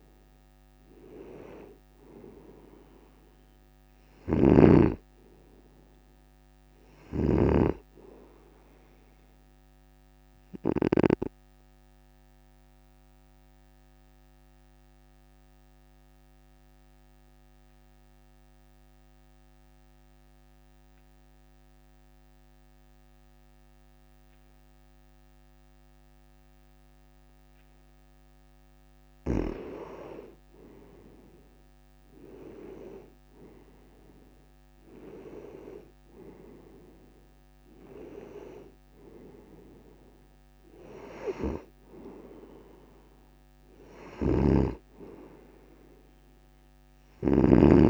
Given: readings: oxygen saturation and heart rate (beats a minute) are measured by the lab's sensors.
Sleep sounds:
breathing in sleep by a microphone on the trachea; 1
0.00-11.00 s: snoring (device-marked)
12.50-29.00 s: obstructive apnea (oxygen 96% before, 92% lowest, heart rate 58 before, 54 extreme, up 7 after)
31.00-35.00 s: arousal
44.00-47.89 s: snoring (device-marked)
From the record:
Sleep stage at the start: N2 (light sleep); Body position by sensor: on the right side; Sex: male

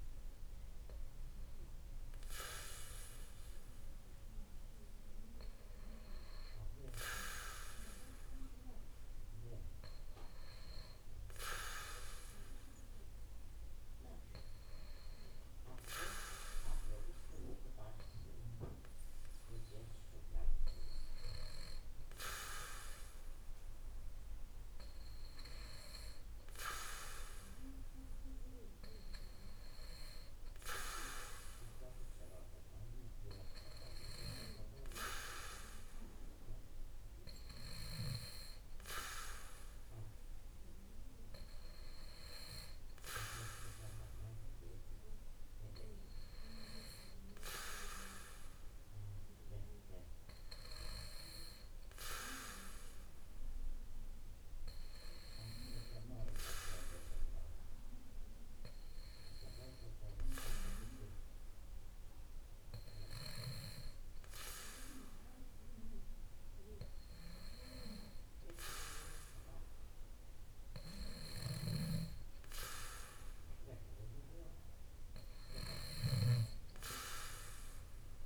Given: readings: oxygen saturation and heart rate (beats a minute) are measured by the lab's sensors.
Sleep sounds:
breathing in sleep by a room microphone; none
none scored
From the record:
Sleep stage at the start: N2 (light sleep); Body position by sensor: on the back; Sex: male

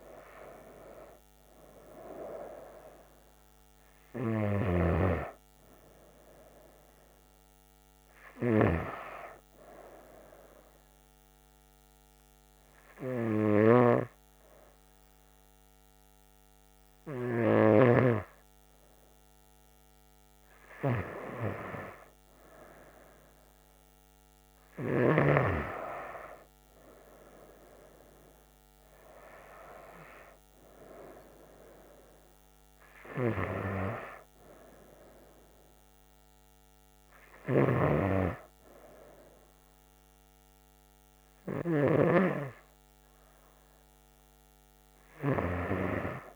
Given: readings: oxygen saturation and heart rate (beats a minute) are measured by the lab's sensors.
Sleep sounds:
breathing in sleep by a microphone on the trachea; none
none scored
From the record:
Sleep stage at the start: N2 (light sleep); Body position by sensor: on the back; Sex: female

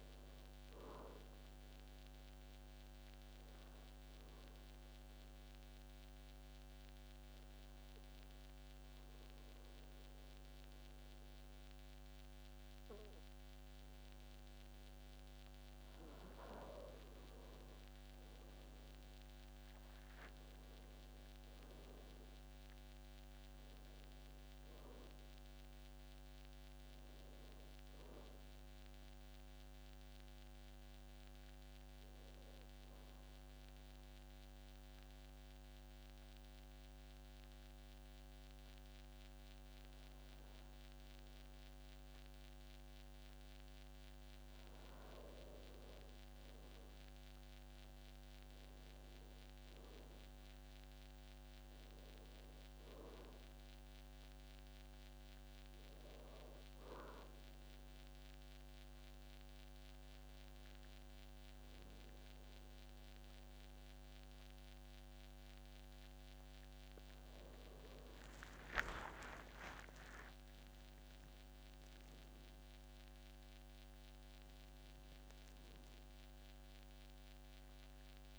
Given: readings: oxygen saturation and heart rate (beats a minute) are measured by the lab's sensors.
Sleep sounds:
breathing in sleep by a microphone on the trachea; 3
0.50-13.50 s: oxygen desaturation (device-marked, oxygen 98% before, 93% lowest, heart rate 56 before, 48 extreme)
2.00-15.50 s: obstructive apnea (oxygen 99% before, 92% lowest, heart rate 56 before, 48 extreme, up 24 after)
21.00-25.00 s: arousal
24.50-42.50 s: oxygen desaturation (device-marked, oxygen 97% before, 92% lowest, heart rate 62 before, 48 extreme)
32.00-44.00 s: obstructive apnea (oxygen 97% before, 92% lowest, heart rate 65 before, 48 extreme, up 15 after)
48.00-52.00 s: arousal
57.00-67.00 s: obstructive apnea (oxygen 98% before, 88% lowest, heart rate 55 before, 49 extreme, up 12 after)
68.50-72.50 s: arousal
From the record:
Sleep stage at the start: N2 (light sleep); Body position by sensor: on the back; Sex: male

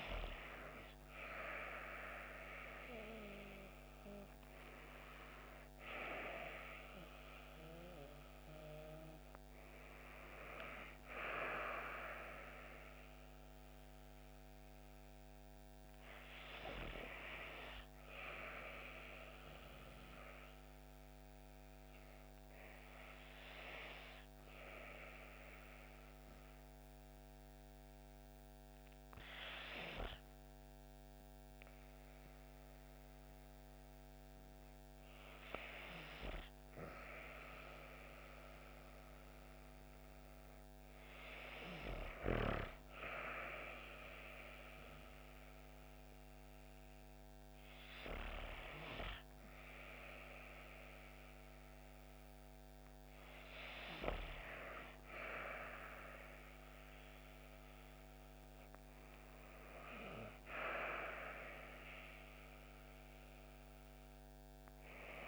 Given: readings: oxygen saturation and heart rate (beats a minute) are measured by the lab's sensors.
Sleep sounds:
breathing in sleep by a microphone on the trachea; 1
13.50-18.50 s: arousal
25.50-39.50 s: hypopnea (oxygen 95% before, 94% lowest)
42.00-46.00 s: arousal
From the record:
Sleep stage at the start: N2 (light sleep); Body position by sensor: on the back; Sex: female

